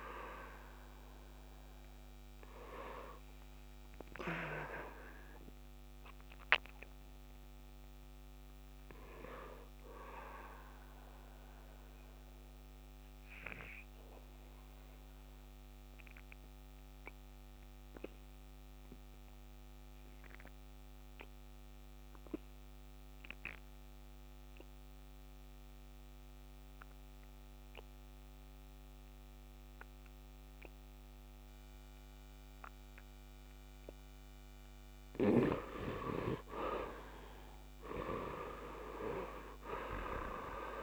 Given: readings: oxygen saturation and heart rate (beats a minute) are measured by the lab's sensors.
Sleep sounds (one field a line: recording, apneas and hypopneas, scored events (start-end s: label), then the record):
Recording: breathing in sleep by a microphone on the trachea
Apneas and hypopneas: 1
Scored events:
0.00-15.00 s: oxygen desaturation (device-marked, oxygen 82% lowest, heart rate 72 extreme)
13.00-32.50 s: obstructive apnea (oxygen 97% before, 77% lowest, heart rate 79 before, 68 extreme, up 9 after)
32.00-40.82 s: oxygen desaturation (device-marked, oxygen 100% before, 77% lowest, heart rate 73 before, 68 extreme)
36.50-40.50 s: arousal
From the record:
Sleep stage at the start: N2 (light sleep)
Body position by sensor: on the right side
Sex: male